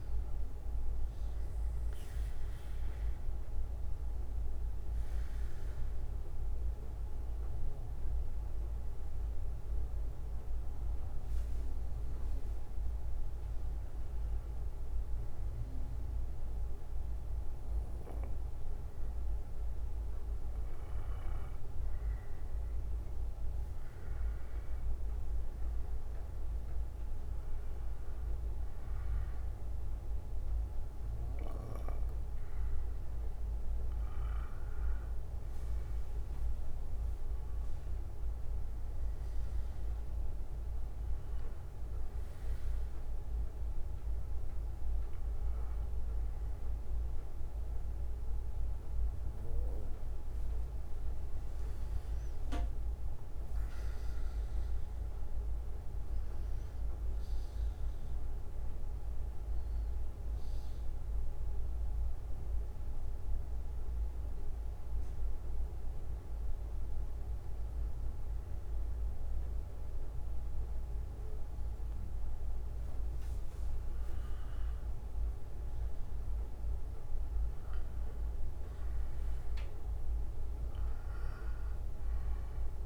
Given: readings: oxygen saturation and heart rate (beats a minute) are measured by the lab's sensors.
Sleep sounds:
breathing in sleep, hard to hear, by a room microphone; 3
0.00-19.50 s: oxygen desaturation (device-marked, oxygen 93% lowest, heart rate 52 extreme)
0.50-2.50 s: bradycardia (device-marked, heart rate 62 before, 62 extreme)
2.00-14.00 s: obstructive apnea (oxygen 98% before, 93% lowest, heart rate 63 before, 52 extreme, up 10 after)
3.50-7.50 s: bradycardia (device-marked, heart rate 62 before, 58 extreme)
8.50-10.50 s: bradycardia (device-marked, heart rate 62 before, 57 extreme)
15.50-19.50 s: arousal
15.50-23.50 s: bradycardia (device-marked, heart rate 62 before, 55 extreme)
41.50-48.50 s: bradycardia (device-marked, heart rate 61 before, 58 extreme)
42.50-52.50 s: obstructive apnea (oxygen 96% before, 93% lowest, heart rate 62 before, 50 extreme, up 16 after)
54.00-57.50 s: arousal
59.50-73.50 s: bradycardia (device-marked, heart rate 62 before, 50 extreme)
65.00-75.00 s: obstructive apnea (oxygen 95% before, 93% lowest, heart rate 63 before, 50 extreme, up 19 after)
77.00-80.50 s: arousal
80.50-82.50 s: bradycardia (device-marked, heart rate 61 before, 63 extreme)
From the record:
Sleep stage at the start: N2 (light sleep); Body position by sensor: on the back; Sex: male

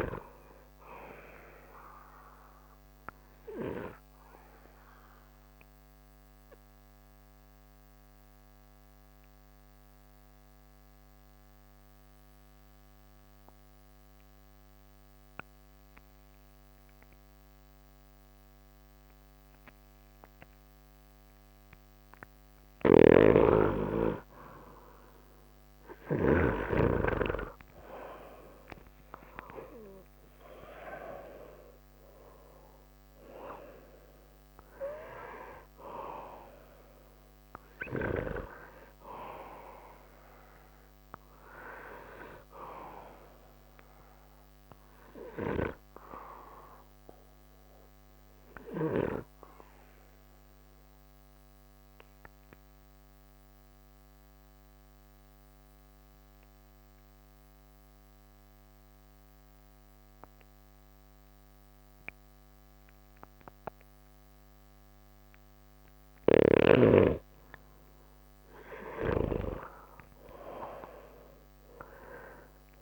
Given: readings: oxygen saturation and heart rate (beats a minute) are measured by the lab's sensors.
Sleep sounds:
breathing in sleep by a microphone on the trachea; 2
0.00-12.00 s: oxygen desaturation (device-marked, oxygen 88% lowest)
3.00-22.50 s: obstructive apnea (oxygen 96% before, 88% lowest)
22.00-50.00 s: oxygen desaturation (device-marked, oxygen 98% before, 88% lowest, heart rate 42 before, 35 extreme)
23.00-26.50 s: snoring (device-marked)
25.00-30.00 s: arousal
47.50-68.00 s: obstructive apnea (oxygen 97% before, 88% lowest, heart rate 63 before, 56 extreme)
66.00-72.82 s: oxygen desaturation (device-marked, oxygen 97% before, 88% lowest, heart rate 71 before, 49 extreme)
71.50-72.82 s: arousal
From the record:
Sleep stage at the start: N2 (light sleep); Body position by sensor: on the right side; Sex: male

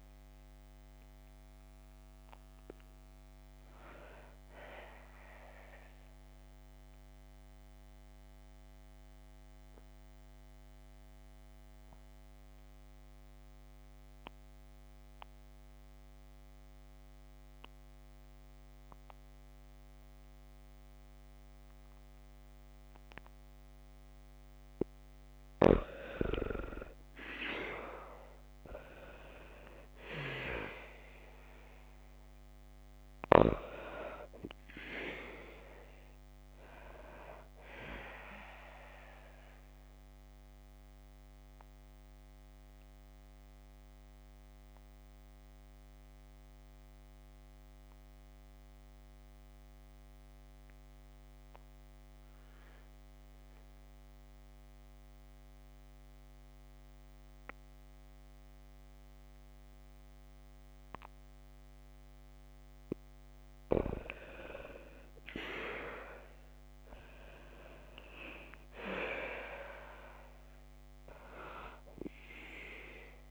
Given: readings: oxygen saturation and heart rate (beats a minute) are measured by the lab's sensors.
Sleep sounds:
breathing in sleep by a microphone on the trachea; 2
6.00-24.00 s: obstructive apnea (oxygen 96% before, 90% lowest, heart rate 57 before, 54 extreme, up 4 after)
25.00-39.00 s: oxygen desaturation (device-marked, oxygen 95% before, 90% lowest, heart rate 56 before, 51 extreme)
26.50-30.50 s: arousal
39.00-62.50 s: obstructive apnea (oxygen 96% before, 89% lowest, heart rate 57 before, 51 extreme, up 7 after)
62.00-73.31 s: oxygen desaturation (device-marked, oxygen 95% before, 89% lowest, heart rate 54 before, 53 extreme)
65.00-70.00 s: arousal
From the record:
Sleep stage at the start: N2 (light sleep); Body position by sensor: on the back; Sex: female

